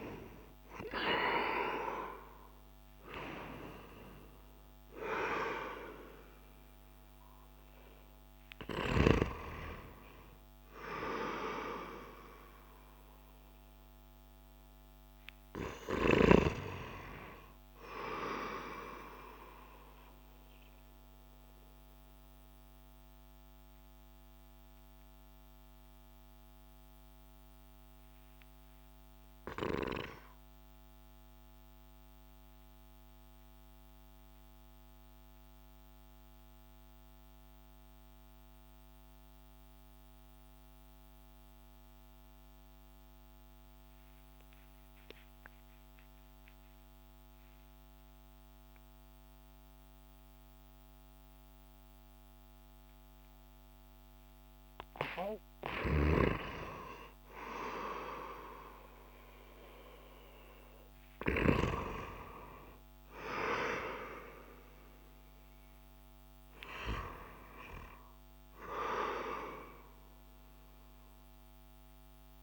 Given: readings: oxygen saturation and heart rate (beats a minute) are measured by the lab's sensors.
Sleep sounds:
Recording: breathing in sleep by a microphone on the trachea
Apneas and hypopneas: 1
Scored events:
0.00-3.00 s: arousal
0.00-10.00 s: oxygen desaturation (device-marked, oxygen 79% lowest)
19.00-54.50 s: mixed apnea (oxygen 88% before, 87% lowest)
48.00-72.43 s: oxygen desaturation (device-marked, oxygen 98% before, 87% lowest)
56.00-61.00 s: arousal
From the record:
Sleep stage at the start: REM sleep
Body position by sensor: on the back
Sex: male

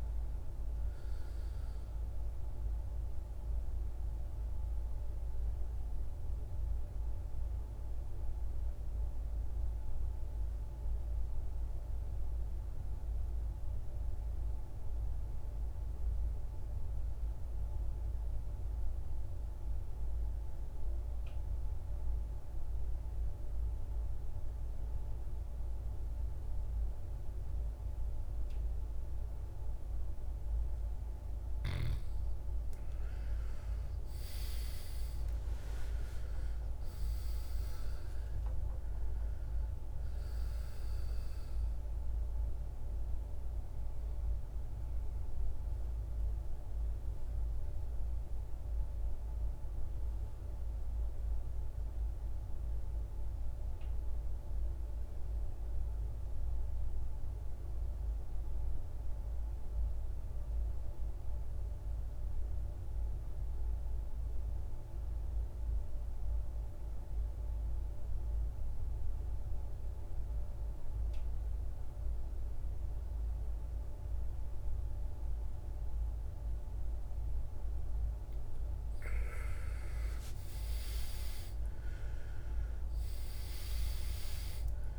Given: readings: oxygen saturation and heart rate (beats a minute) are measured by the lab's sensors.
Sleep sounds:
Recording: breathing in sleep, hard to hear, by a room microphone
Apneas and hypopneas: 2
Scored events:
0.00-17.50 s: oxygen desaturation (device-marked, oxygen 86% lowest, heart rate 52 extreme)
9.50-30.00 s: mixed apnea (oxygen 97% before, 82% lowest, heart rate 64 before, 52 extreme, up 21 after)
33.50-37.50 s: arousal
34.50-61.50 s: oxygen desaturation (device-marked, oxygen 98% before, 82% lowest, heart rate 56 before, 51 extreme)
50.00-77.00 s: obstructive apnea (oxygen 98% before, 81% lowest, heart rate 64 before, 51 extreme, up 21 after)
72.50-84.99 s: oxygen desaturation (device-marked, oxygen 99% before, 81% lowest, heart rate 53 before, 52 extreme)
79.50-84.99 s: arousal
From the record:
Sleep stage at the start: N2 (light sleep)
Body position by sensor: on the back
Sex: male

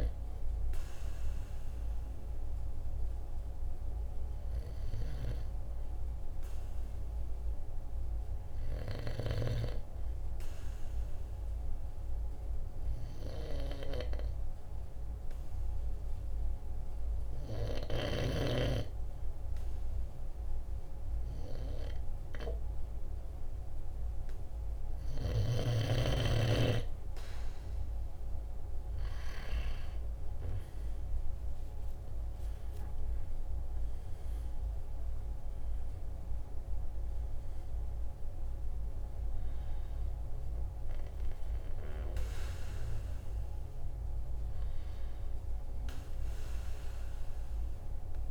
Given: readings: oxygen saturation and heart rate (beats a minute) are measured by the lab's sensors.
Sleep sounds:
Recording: breathing in sleep by a room microphone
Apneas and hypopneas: 1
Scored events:
12.00-26.00 s: obstructive apnea (oxygen 98% before, 93% lowest, heart rate 46 before, 43 extreme, up 3 after)
27.50-30.50 s: arousal
From the record:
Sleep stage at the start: N2 (light sleep)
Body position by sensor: on the right side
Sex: male

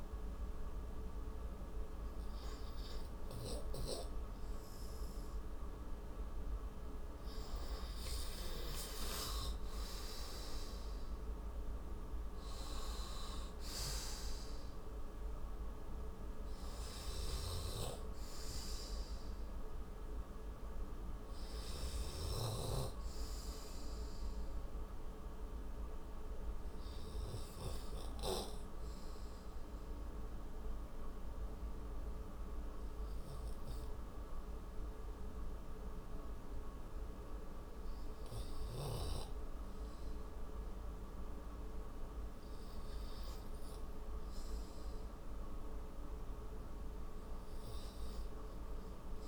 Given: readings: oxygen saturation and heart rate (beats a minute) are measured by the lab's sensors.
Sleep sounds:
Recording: breathing in sleep, hard to hear, by a room microphone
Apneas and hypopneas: 1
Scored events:
0.00-1.00 s: oxygen desaturation (device-marked, oxygen 87% lowest, heart rate 50 extreme)
21.50-26.00 s: arousal
30.00-41.00 s: obstructive apnea (oxygen 91% before, 91% lowest, heart rate 85 before, 53 extreme, up 6 after)
42.50-46.00 s: arousal
From the record:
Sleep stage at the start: N2 (light sleep)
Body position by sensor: on the right side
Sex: male

